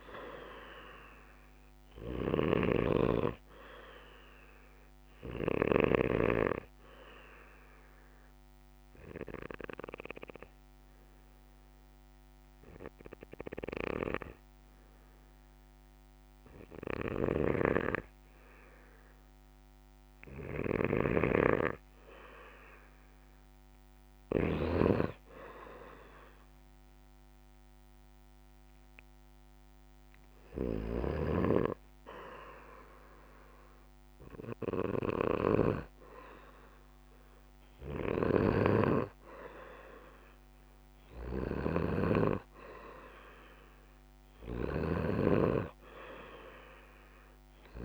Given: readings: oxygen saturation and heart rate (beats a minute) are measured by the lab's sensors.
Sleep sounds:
breathing in sleep by a microphone on the trachea; 1
0.00-6.00 s: snoring (device-marked)
0.00-10.50 s: oxygen desaturation (device-marked, oxygen 92% lowest, heart rate 62 extreme)
7.00-20.50 s: hypopnea (oxygen 98% before, 93% lowest, heart rate 68 before, 59 extreme, up 3 after)
17.50-25.00 s: snoring (device-marked)
21.50-24.50 s: arousal
25.50-41.50 s: oxygen desaturation (device-marked, oxygen 98% before, 94% lowest, heart rate 67 before, 59 extreme)
31.00-36.00 s: snoring (device-marked)
38.00-47.85 s: snoring (device-marked)
From the record:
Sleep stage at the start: N2 (light sleep); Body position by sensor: on the back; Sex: male

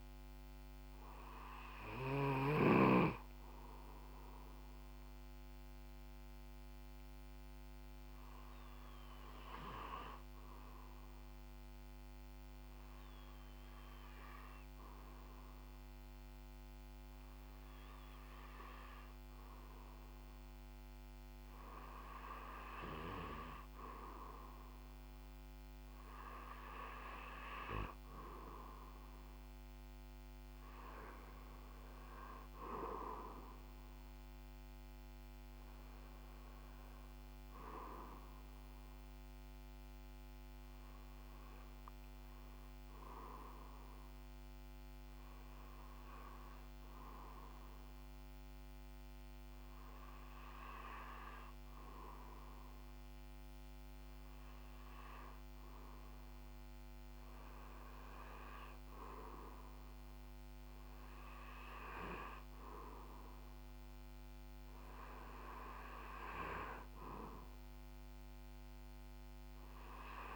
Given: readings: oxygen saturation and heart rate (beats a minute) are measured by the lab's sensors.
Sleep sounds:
breathing in sleep by a microphone on the trachea; 1
5.00-19.00 s: hypopnea (oxygen 98% before, 94% lowest, heart rate 60 before, 59 extreme, up 2 after)
21.00-23.50 s: arousal
From the record:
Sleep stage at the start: REM sleep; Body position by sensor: on the back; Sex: male

